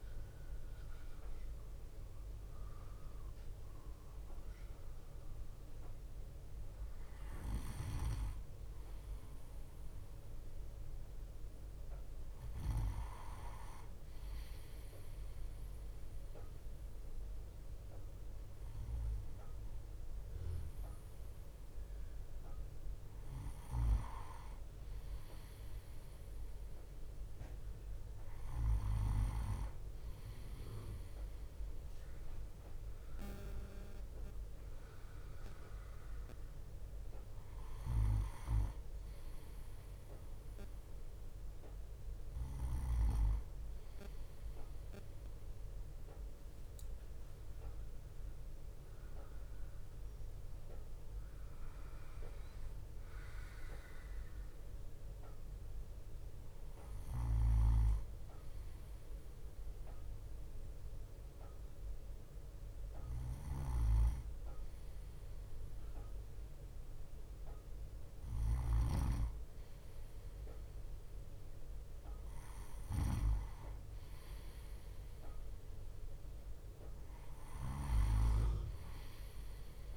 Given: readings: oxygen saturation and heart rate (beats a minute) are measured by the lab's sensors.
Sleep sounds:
breathing in sleep by a room microphone; none
63.50-69.00 s: snoring (device-marked)
77.50-79.97 s: snoring (device-marked)
From the record:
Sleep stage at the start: N2 (light sleep); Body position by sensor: on the right side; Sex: male

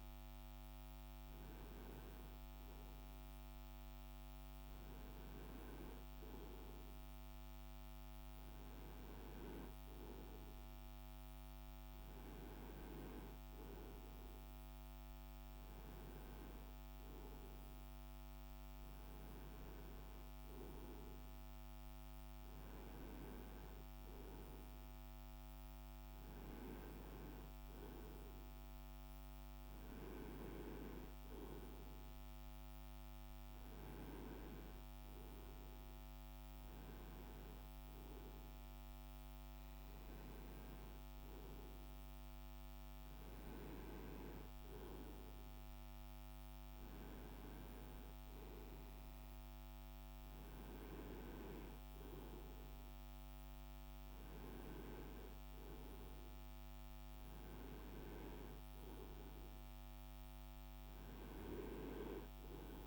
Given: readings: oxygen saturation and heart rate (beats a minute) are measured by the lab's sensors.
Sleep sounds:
breathing in sleep by a microphone on the trachea; none
none scored
From the record:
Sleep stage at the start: N2 (light sleep); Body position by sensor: on the right side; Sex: male

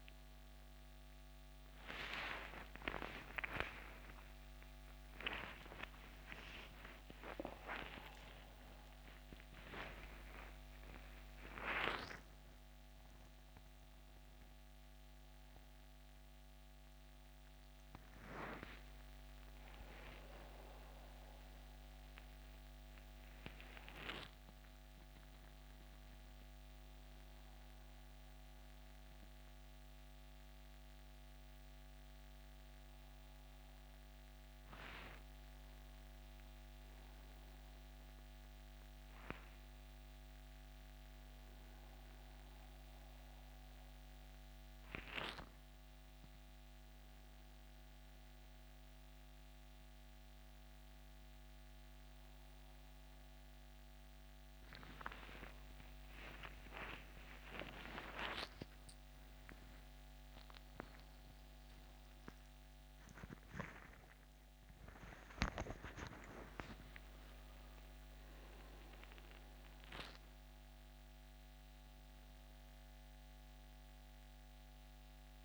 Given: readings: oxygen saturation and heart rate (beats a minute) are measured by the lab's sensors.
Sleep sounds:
a person awake in a sleep study, by a microphone on the trachea; none
0.00-9.00 s: oxygen desaturation (device-marked, oxygen 83% lowest, heart rate 67 extreme)
59.00-75.45 s: new sleep stage, N1 (lightest sleep)
From the record:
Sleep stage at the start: awake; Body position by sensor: on the back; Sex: male

